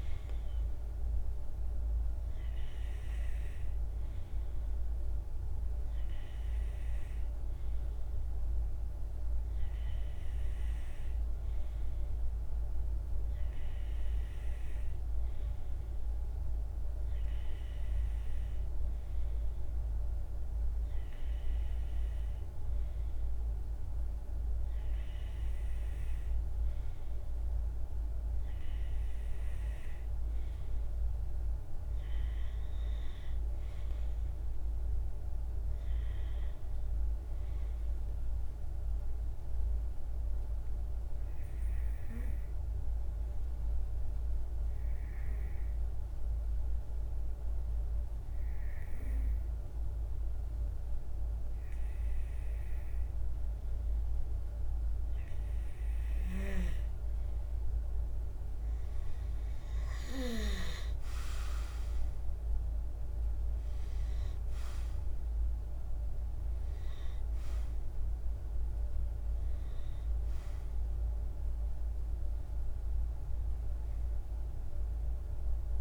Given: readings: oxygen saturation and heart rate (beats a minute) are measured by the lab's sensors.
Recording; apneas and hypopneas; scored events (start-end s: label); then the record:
breathing in sleep, hard to hear, by a room microphone; 1
41.00-53.50 s: hypopnea (oxygen 95% before, 91% lowest, heart rate 55 before, 54 extreme, up 2 after)
58.50-62.00 s: arousal
61.00-75.81 s: oxygen desaturation (device-marked, oxygen 95% before, 91% lowest, heart rate 56 before, 54 extreme)
From the record:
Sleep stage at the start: N2 (light sleep); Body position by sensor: on the right side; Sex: male